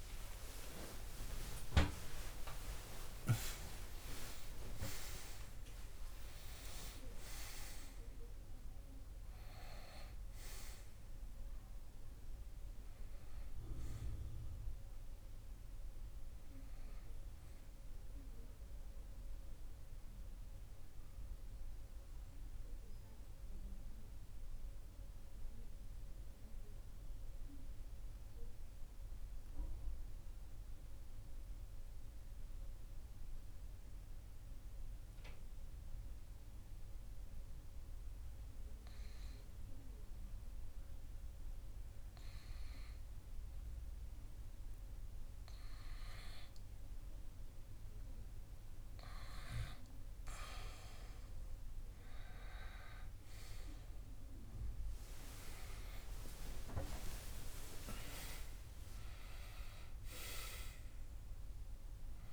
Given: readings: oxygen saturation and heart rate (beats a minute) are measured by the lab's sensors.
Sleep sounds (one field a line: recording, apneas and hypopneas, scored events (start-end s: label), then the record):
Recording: breathing in sleep by a room microphone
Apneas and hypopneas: 1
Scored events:
0.00-1.00 s: arousal
0.00-7.00 s: oxygen desaturation (device-marked, oxygen 94% lowest)
5.00-35.00 s: new sleep stage, N1 (lightest sleep)
16.00-30.00 s: oxygen desaturation (device-marked, oxygen 95% before, 89% lowest)
19.00-44.00 s: mixed apnea (oxygen 96% before, 89% lowest)
35.00-62.33 s: new sleep stage, N2 (light sleep)
48.00-62.33 s: oxygen desaturation (device-marked, oxygen 99% before, 94% lowest)
52.00-57.00 s: arousal
From the record:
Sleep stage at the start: N2 (light sleep)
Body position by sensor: on the back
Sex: male